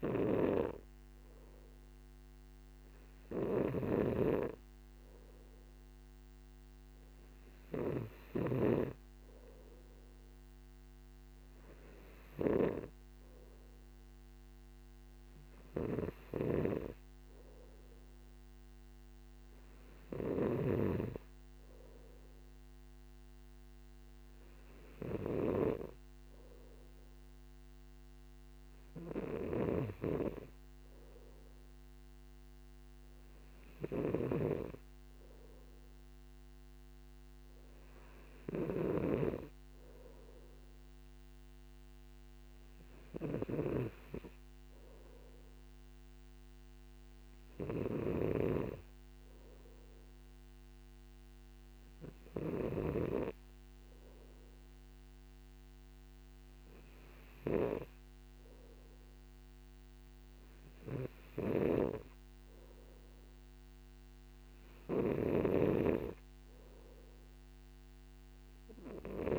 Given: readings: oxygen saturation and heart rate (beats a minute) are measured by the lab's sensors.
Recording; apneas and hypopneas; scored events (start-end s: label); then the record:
breathing in sleep by a microphone on the trachea; none
0.00-9.50 s: snoring (device-marked)
30.00-49.00 s: snoring (device-marked)
From the record:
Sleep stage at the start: N2 (light sleep); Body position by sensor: on the back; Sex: male